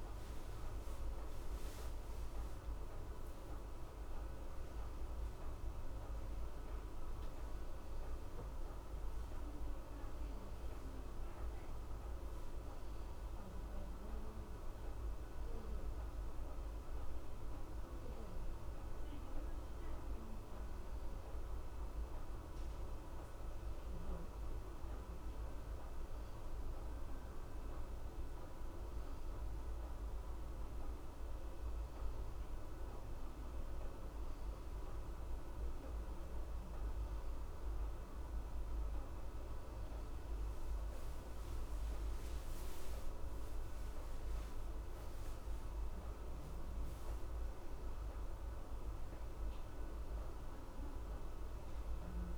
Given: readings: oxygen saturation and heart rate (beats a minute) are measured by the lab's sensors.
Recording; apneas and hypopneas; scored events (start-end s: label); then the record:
a person awake in a sleep study, hard to hear, by a room microphone; none
none scored
From the record:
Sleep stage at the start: awake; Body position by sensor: on the back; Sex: male